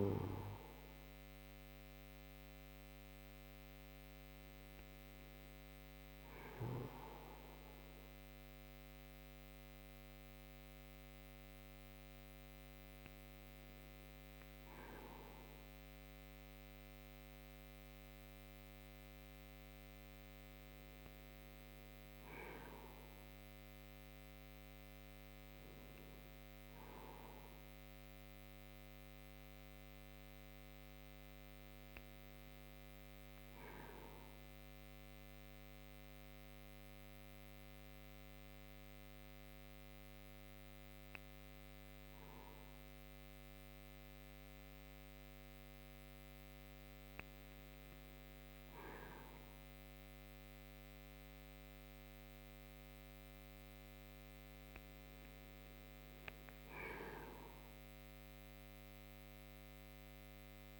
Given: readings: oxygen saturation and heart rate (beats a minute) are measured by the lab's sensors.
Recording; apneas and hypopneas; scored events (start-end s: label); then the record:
breathing in sleep, hard to hear, by a microphone on the trachea; none
none scored
From the record:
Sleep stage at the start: N1 (lightest sleep); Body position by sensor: on the back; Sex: male